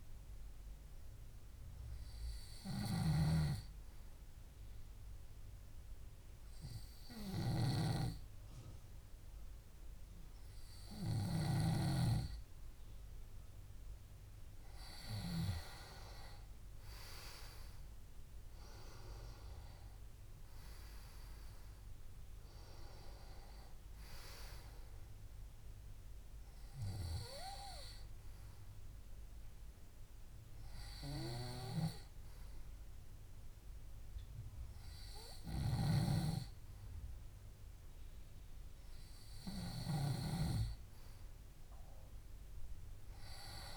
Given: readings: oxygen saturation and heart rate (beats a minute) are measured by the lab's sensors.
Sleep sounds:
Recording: breathing in sleep by a room microphone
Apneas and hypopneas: 1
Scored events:
2.50-14.00 s: hypopnea (oxygen 97% before, 94% lowest, heart rate 68 before, 67 extreme, up 5 after)
16.50-20.50 s: arousal
From the record:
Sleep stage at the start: N2 (light sleep)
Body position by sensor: on the left side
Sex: male

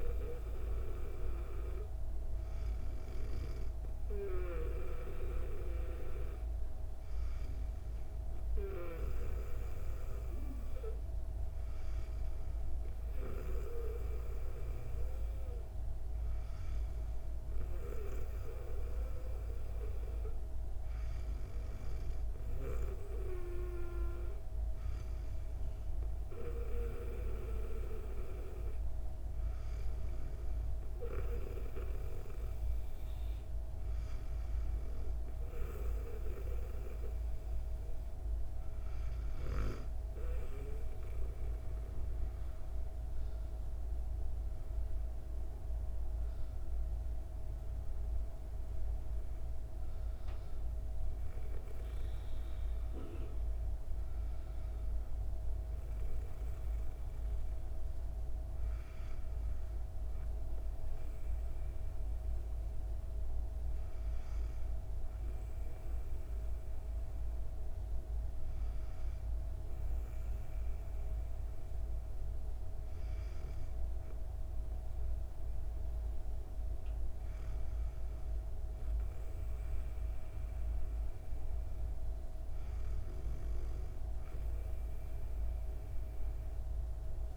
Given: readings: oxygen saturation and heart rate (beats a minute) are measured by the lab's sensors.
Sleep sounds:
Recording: breathing in sleep by a room microphone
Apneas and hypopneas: none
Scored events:
none scored
From the record:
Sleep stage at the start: N2 (light sleep)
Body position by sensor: on the back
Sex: female

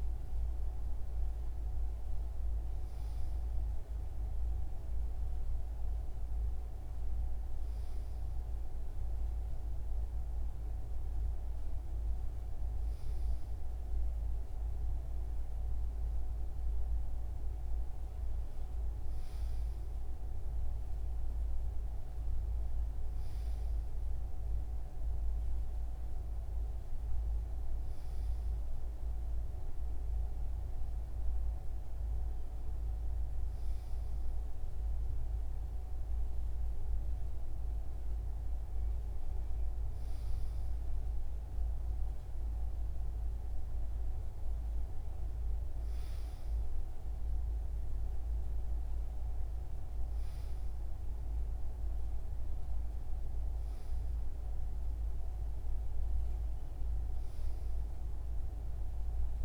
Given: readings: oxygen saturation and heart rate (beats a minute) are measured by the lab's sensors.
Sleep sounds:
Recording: breathing in sleep, hard to hear, by a room microphone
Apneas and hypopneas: none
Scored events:
none scored
From the record:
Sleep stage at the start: N2 (light sleep)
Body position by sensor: on the right side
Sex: male

